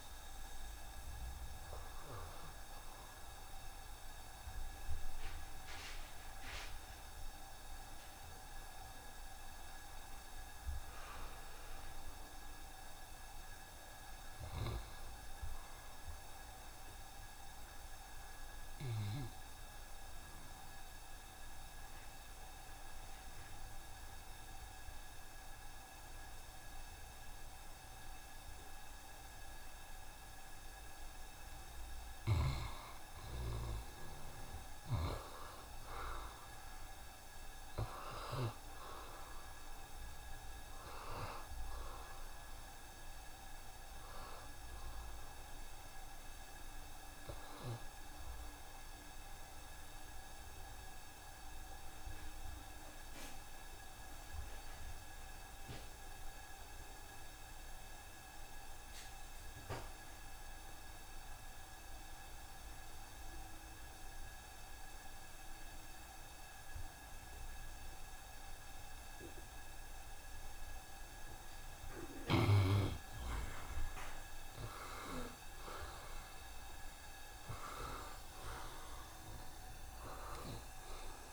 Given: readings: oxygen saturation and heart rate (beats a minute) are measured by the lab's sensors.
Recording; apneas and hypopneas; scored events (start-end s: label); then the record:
breathing in sleep by a room microphone; 2
10.50-15.00 s: arousal
19.00-32.00 s: obstructive apnea (oxygen 91% before, 79% lowest, heart rate 70 before, 67 extreme, up 5 after)
30.50-81.32 s: new sleep stage, N2 (light sleep)
33.50-55.50 s: oxygen desaturation (device-marked, oxygen 88% before, 80% lowest, heart rate 67 before, 68 extreme)
34.50-40.00 s: arousal
49.50-71.00 s: obstructive apnea (oxygen 88% before, 79% lowest, heart rate 71 before, 68 extreme, up 5 after)
67.50-81.32 s: oxygen desaturation (device-marked, oxygen 92% before, 79% lowest, heart rate 70 before, 69 extreme)
74.00-79.00 s: arousal
From the record:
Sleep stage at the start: N1 (lightest sleep); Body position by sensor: on the right side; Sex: male